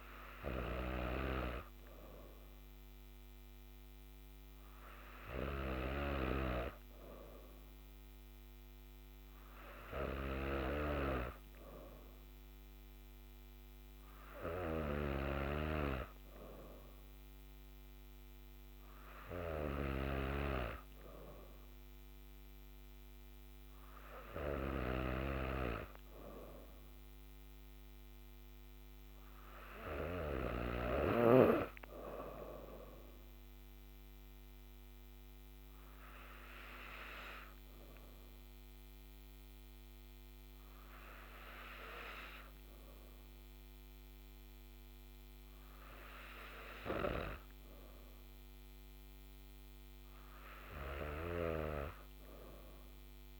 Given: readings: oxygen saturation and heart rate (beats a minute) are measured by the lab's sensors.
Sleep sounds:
breathing in sleep by a microphone on the trachea; none
none scored
From the record:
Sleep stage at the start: N3 (deep sleep); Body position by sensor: on the back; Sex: female

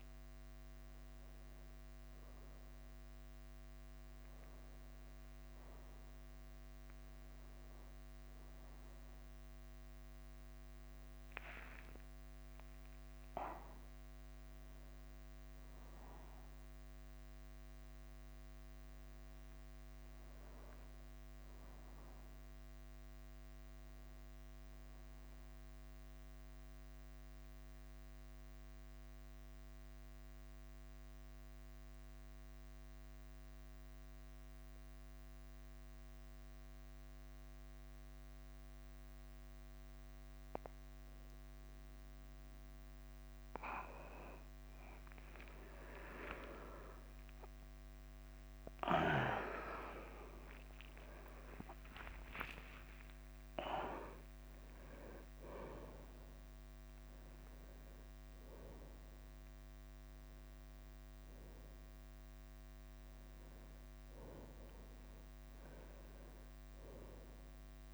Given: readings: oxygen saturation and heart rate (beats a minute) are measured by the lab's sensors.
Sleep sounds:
breathing in sleep by a microphone on the trachea; 1
0.00-46.00 s: bradycardia (device-marked, heart rate 35 extreme)
25.50-42.50 s: mixed apnea (oxygen 98% before, 92% lowest, heart rate 52 before, 48 extreme, up 38 after)
44.00-62.00 s: oxygen desaturation (device-marked, oxygen 98% before, 92% lowest, heart rate 50 before, 55 extreme)
45.00-50.50 s: arousal
49.50-51.50 s: long interval between heartbeats (device-marked, heart rate 50 before, 72 extreme)
54.00-67.94 s: bradycardia (device-marked, heart rate 50 before, 48 extreme)
56.00-67.94 s: new sleep stage, N1 (lightest sleep)
64.50-67.94 s: arousal
From the record:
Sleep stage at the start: N2 (light sleep); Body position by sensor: on the back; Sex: male

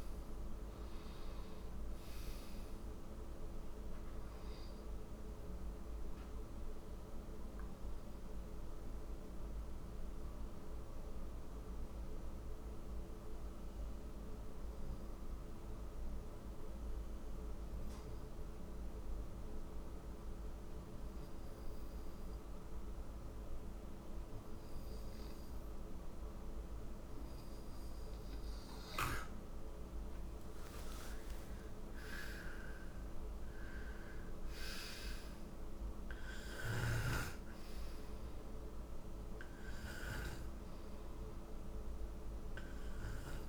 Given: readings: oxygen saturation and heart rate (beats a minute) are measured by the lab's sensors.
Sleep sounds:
breathing in sleep, hard to hear, by a room microphone; 1
1.50-14.50 s: oxygen desaturation (device-marked, oxygen 97% before, 90% lowest, heart rate 71 before, 54 extreme)
10.50-28.00 s: obstructive apnea (oxygen 97% before, 89% lowest, heart rate 71 before, 57 extreme, up 25 after)
29.00-33.50 s: arousal
29.50-43.49 s: oxygen desaturation (device-marked, oxygen 98% before, 89% lowest, heart rate 63 before, 55 extreme)
From the record:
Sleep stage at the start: N2 (light sleep); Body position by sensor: on the right side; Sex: male

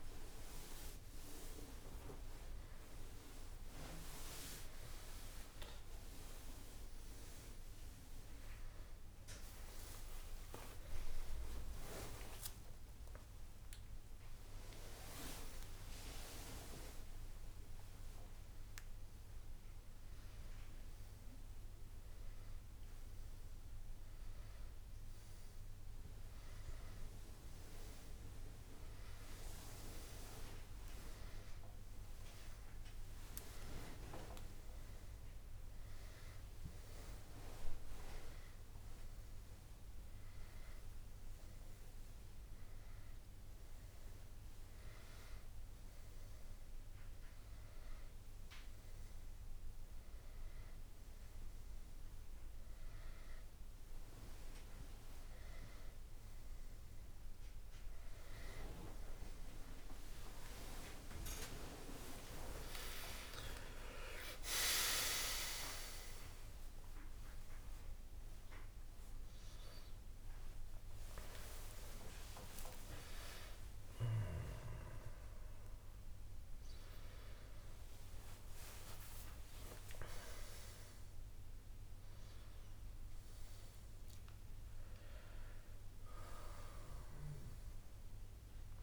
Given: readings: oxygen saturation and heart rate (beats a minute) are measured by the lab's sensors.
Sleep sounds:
a person awake in a sleep study, by a room microphone; none
79.50-88.83 s: new sleep stage, N1 (lightest sleep)
From the record:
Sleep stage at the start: awake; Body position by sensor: on the back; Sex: male

